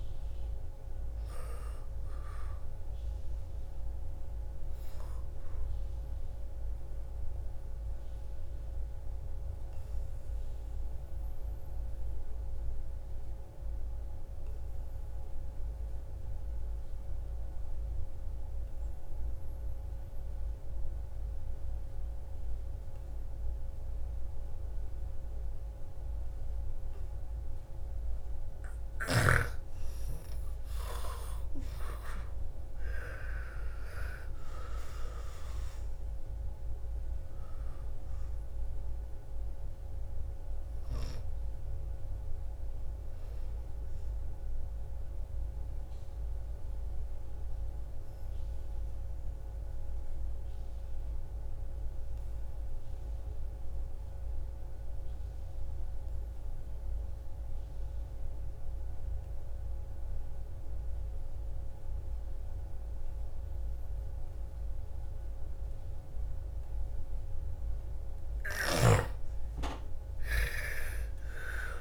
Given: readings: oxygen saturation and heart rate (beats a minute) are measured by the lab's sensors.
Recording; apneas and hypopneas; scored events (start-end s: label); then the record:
breathing in sleep by a room microphone; 2
0.00-11.50 s: oxygen desaturation (device-marked, oxygen 78% lowest, heart rate 55 extreme)
7.50-28.00 s: obstructive apnea (oxygen 99% before, 80% lowest, heart rate 65 before, 55 extreme, up 13 after)
29.00-33.00 s: arousal
31.50-55.50 s: oxygen desaturation (device-marked, oxygen 98% before, 83% lowest, heart rate 57 before, 55 extreme)
45.50-67.50 s: obstructive apnea (oxygen 99% before, 80% lowest, heart rate 63 before, 55 extreme, up 13 after)
68.50-71.81 s: oxygen desaturation (device-marked, oxygen 98% before, 80% lowest, heart rate 57 before, 57 extreme)
70.00-71.81 s: arousal
From the record:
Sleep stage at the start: N2 (light sleep); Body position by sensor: on the back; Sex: female